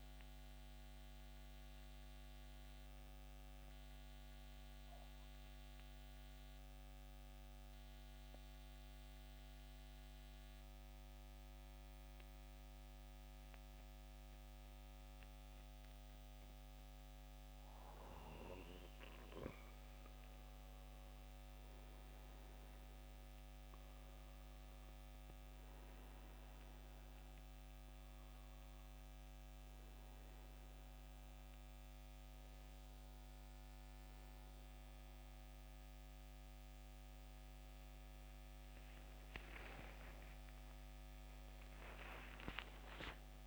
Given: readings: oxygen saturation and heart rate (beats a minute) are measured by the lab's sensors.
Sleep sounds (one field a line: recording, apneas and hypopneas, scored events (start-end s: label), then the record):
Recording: breathing in sleep by a microphone on the trachea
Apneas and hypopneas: 1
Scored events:
0.00-12.00 s: oxygen desaturation (device-marked, oxygen 83% lowest, heart rate 66 extreme)
2.50-17.50 s: central apnea (oxygen 92% before, 83% lowest, heart rate 79 before, 67 extreme, up 12 after)
20.00-26.00 s: arousal
25.00-43.47 s: oxygen desaturation (device-marked, oxygen 94% before, 86% lowest, heart rate 69 before, 68 extreme)
From the record:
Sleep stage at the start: N2 (light sleep)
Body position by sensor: on the back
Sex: male